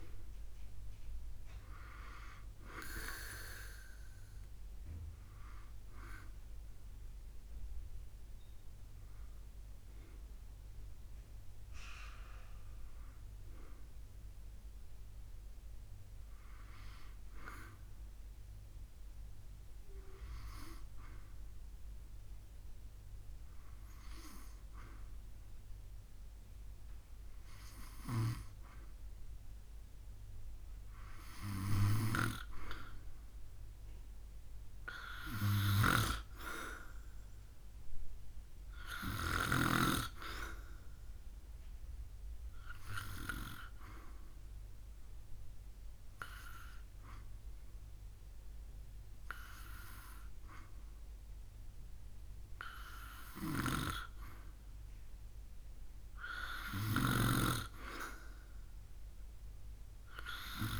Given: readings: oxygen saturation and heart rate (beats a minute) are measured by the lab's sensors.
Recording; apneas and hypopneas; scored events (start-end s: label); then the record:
breathing in sleep by a room microphone; 1
35.00-39.50 s: snoring (device-marked)
36.50-39.50 s: arousal
42.00-54.00 s: hypopnea (oxygen 96% before, 91% lowest, heart rate 71 before, 69 extreme, up 5 after)
53.00-57.00 s: snoring (device-marked)
56.00-59.00 s: arousal
From the record:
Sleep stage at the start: N2 (light sleep); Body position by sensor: on the back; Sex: male